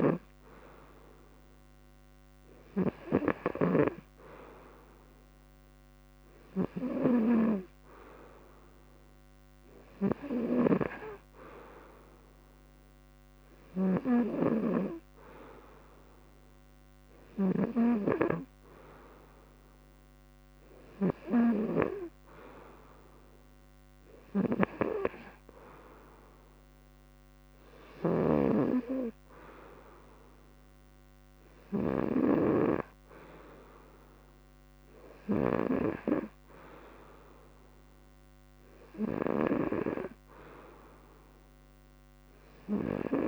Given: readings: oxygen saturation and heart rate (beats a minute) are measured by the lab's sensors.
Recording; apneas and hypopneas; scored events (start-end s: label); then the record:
breathing in sleep by a microphone on the trachea; none
0.00-21.00 s: snoring (device-marked)
27.50-32.00 s: snoring (device-marked)
From the record:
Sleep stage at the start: N2 (light sleep); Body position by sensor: on the front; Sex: male